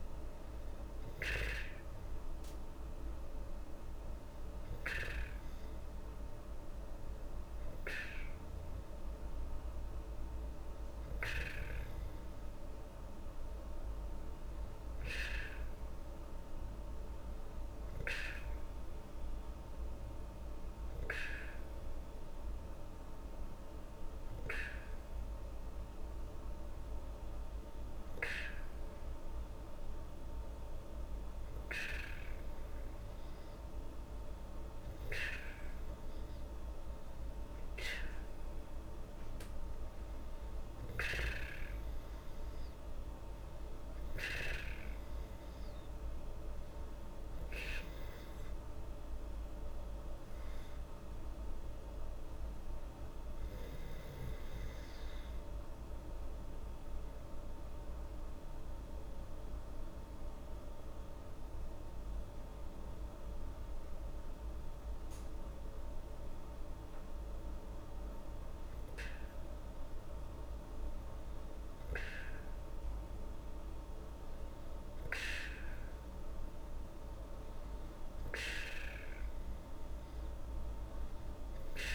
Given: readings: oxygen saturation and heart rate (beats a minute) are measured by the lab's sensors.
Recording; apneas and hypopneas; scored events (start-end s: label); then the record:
breathing in sleep by a room microphone; none
none scored
From the record:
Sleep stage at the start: N2 (light sleep); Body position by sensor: on the back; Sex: female